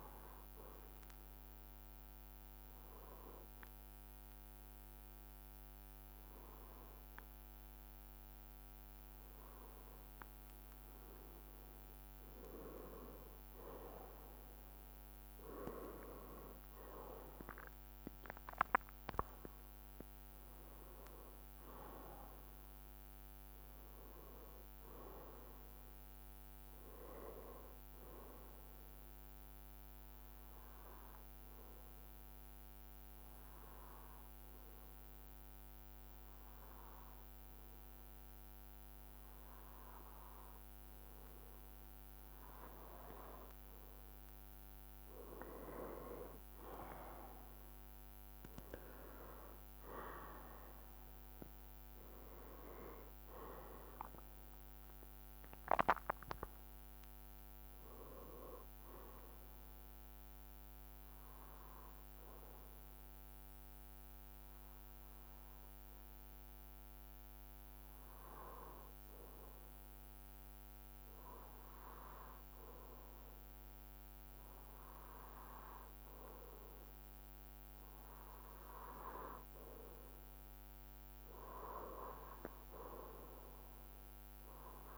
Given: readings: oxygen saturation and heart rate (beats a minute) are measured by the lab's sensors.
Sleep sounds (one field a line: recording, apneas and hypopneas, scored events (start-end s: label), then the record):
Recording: breathing in sleep by a microphone on the trachea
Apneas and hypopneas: 3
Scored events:
0.00-8.50 s: bradycardia (device-marked, heart rate 56 extreme)
0.50-11.50 s: hypopnea (oxygen 94% before, 93% lowest, heart rate 59 before, 56 extreme, up 7 after)
16.50-21.50 s: arousal
22.50-47.50 s: bradycardia (device-marked, heart rate 63 before, 52 extreme)
31.50-42.50 s: hypopnea (oxygen 94% before, 93% lowest, heart rate 61 before, 52 extreme, up 1 after)
51.50-56.50 s: arousal
58.50-84.98 s: bradycardia (device-marked, heart rate 63 before, 50 extreme)
61.00-75.00 s: hypopnea (oxygen 95% before, 93% lowest, heart rate 58 before, 50 extreme, up 1 after)
76.50-80.50 s: arousal
From the record:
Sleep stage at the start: N2 (light sleep)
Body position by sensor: on the left side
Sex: male